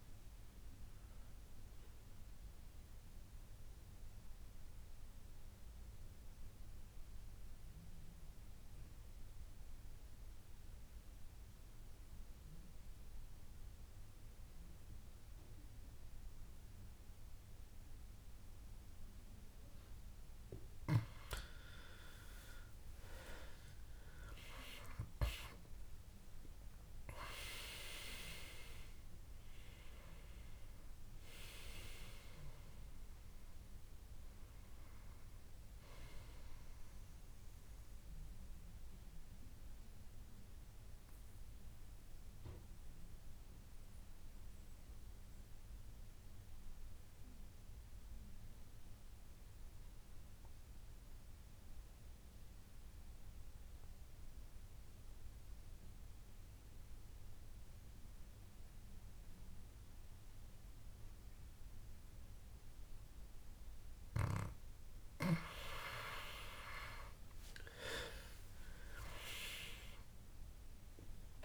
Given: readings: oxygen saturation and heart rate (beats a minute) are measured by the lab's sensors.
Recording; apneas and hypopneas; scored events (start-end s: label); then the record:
breathing in sleep by a room microphone; 2
0.00-1.50 s: oxygen desaturation (device-marked, oxygen 90% lowest, heart rate 65 extreme)
0.50-20.00 s: mixed apnea (oxygen 97% before, 87% lowest, heart rate 78 before, 65 extreme, up 15 after)
20.50-39.50 s: oxygen desaturation (device-marked, oxygen 98% before, 89% lowest, heart rate 68 before, 65 extreme)
24.00-29.00 s: arousal
37.50-65.50 s: mixed apnea (oxygen 98% before, 87% lowest, heart rate 74 before, 65 extreme, up 17 after)
59.50-71.45 s: oxygen desaturation (device-marked, oxygen 98% before, 87% lowest, heart rate 70 before, 65 extreme)
67.00-71.00 s: arousal
From the record:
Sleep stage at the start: N2 (light sleep); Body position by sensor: on the back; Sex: male